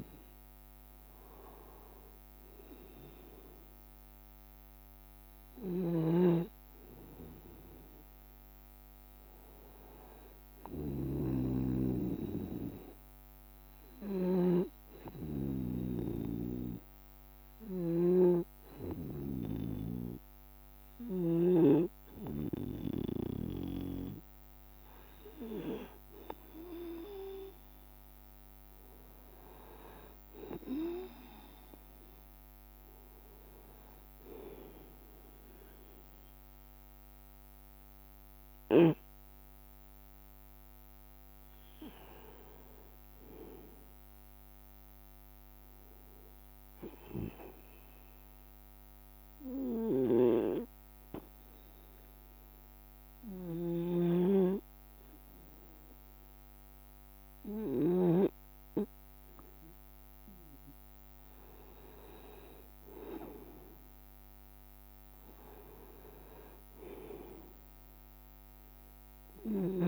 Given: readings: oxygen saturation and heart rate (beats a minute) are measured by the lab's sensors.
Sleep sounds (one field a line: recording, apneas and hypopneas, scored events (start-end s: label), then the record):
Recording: breathing in sleep by a microphone on the trachea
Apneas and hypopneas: 2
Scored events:
6.00-10.50 s: arousal
6.00-22.00 s: snoring (device-marked)
12.00-23.50 s: obstructive apnea (oxygen 95% before, 91% lowest, heart rate 67 before, 65 extreme, up 1 after)
26.00-29.50 s: arousal
42.50-47.00 s: arousal
49.50-60.00 s: obstructive apnea (oxygen 94% before, 91% lowest, heart rate 67 before, 65 extreme, up 4 after)
54.00-58.50 s: snoring (device-marked)
62.00-65.00 s: arousal
62.50-65.50 s: leg movement (device-marked)
68.00-69.87 s: oxygen desaturation (device-marked, oxygen 95% before, 91% lowest, heart rate 69 before, 65 extreme)
From the record:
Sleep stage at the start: N2 (light sleep)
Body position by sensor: on the right side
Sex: male